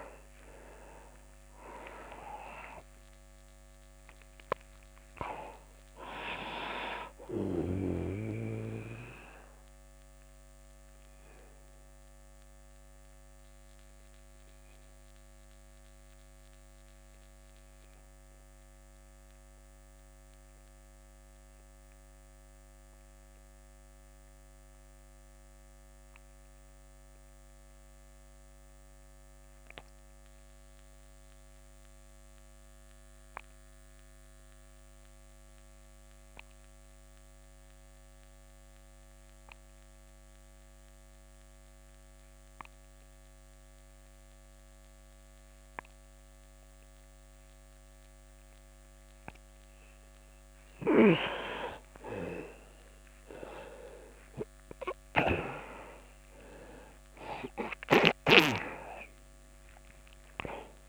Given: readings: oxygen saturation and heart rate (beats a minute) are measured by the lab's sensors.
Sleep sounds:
breathing in sleep by a microphone on the trachea; 1
0.00-28.00 s: oxygen desaturation (device-marked, oxygen 83% lowest)
9.50-49.00 s: obstructive apnea (oxygen 98% before, 83% lowest)
46.00-60.89 s: oxygen desaturation (device-marked, oxygen 98% before, 85% lowest)
51.00-54.50 s: arousal
From the record:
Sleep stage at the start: N2 (light sleep); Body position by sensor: on the back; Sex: male

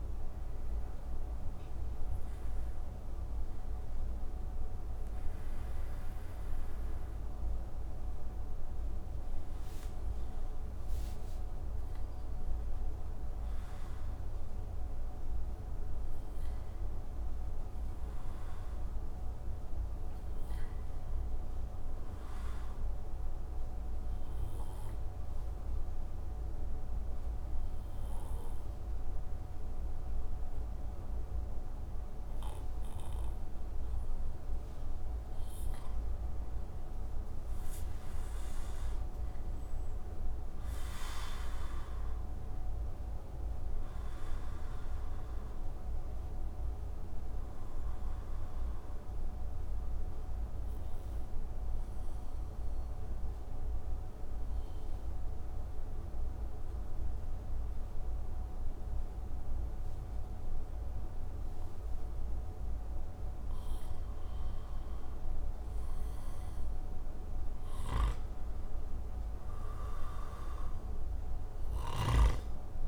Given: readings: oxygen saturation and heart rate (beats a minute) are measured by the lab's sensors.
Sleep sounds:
breathing in sleep, hard to hear, by a room microphone; 3
1.00-13.00 s: hypopnea (oxygen 95% before, 89% lowest)
14.50-18.50 s: arousal
22.50-35.00 s: mixed apnea (oxygen 95% before, 89% lowest)
25.00-72.88 s: new sleep stage, N2 (light sleep)
37.50-41.50 s: arousal
44.00-63.00 s: oxygen desaturation (device-marked, oxygen 94% before, 89% lowest)
48.50-63.50 s: obstructive apnea (oxygen 95% before, 89% lowest)
65.00-69.00 s: arousal
67.50-72.00 s: snoring (device-marked)
From the record:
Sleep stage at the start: REM sleep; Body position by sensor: on the back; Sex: male

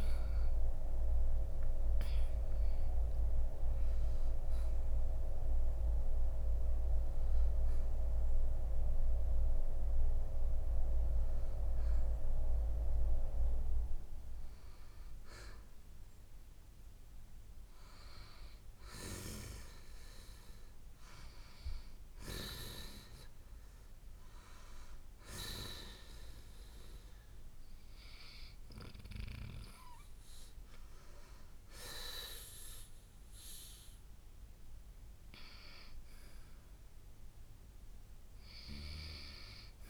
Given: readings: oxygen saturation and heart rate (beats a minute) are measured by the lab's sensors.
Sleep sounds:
breathing in sleep by a room microphone; 1
0.00-4.50 s: arousal
6.50-20.50 s: oxygen desaturation (device-marked, oxygen 92% before, 85% lowest, heart rate 67 before, 58 extreme)
20.50-34.00 s: hypopnea (oxygen 92% before, 88% lowest, heart rate 65 before, 58 extreme, up 6 after)
34.50-39.90 s: oxygen desaturation (device-marked, oxygen 94% before, 90% lowest, heart rate 62 before, 53 extreme)
35.50-39.00 s: arousal
From the record:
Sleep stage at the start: N2 (light sleep); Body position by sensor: on the right side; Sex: male

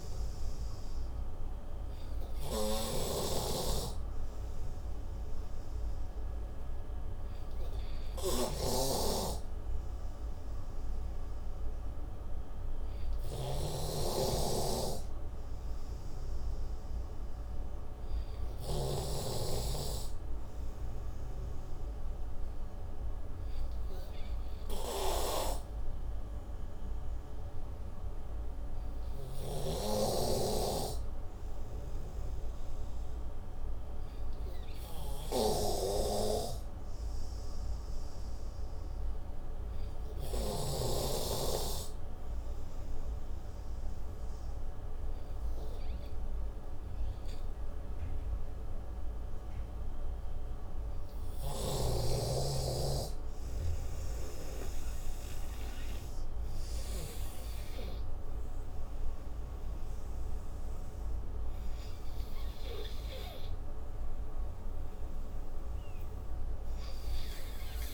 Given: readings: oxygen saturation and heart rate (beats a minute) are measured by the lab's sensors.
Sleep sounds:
breathing in sleep by a room microphone; none
0.00-19.50 s: snoring (device-marked)
60.00-67.93 s: oxygen desaturation (device-marked, oxygen 93% before, 90% lowest)
From the record:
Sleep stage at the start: N3 (deep sleep); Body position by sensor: on the right side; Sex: male

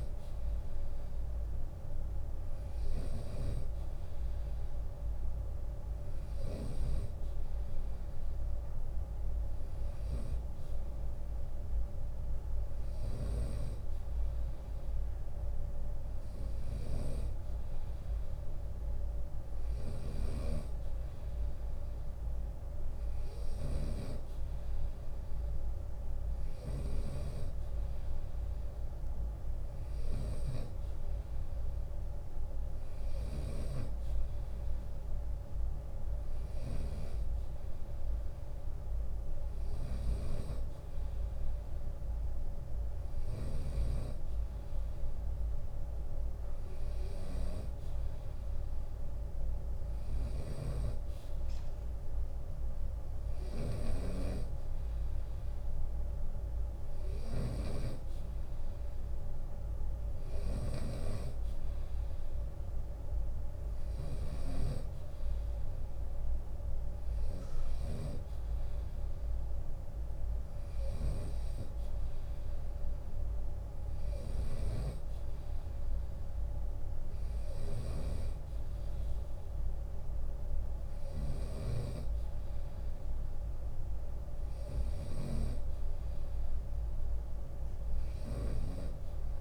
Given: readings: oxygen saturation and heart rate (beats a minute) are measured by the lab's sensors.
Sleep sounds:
breathing in sleep by a room microphone; none
0.00-6.00 s: snoring (device-marked)
3.00-5.00 s: long interval between heartbeats (device-marked, heart rate 74 before, 69 extreme)
12.00-43.00 s: snoring (device-marked)
29.00-31.00 s: long interval between heartbeats (device-marked, heart rate 74 before, 69 extreme)
49.00-63.50 s: snoring (device-marked)
70.00-89.41 s: snoring (device-marked)
79.50-81.50 s: long interval between heartbeats (device-marked, heart rate 73 before, 66 extreme)
From the record:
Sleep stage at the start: N2 (light sleep); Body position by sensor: on the right side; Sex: male

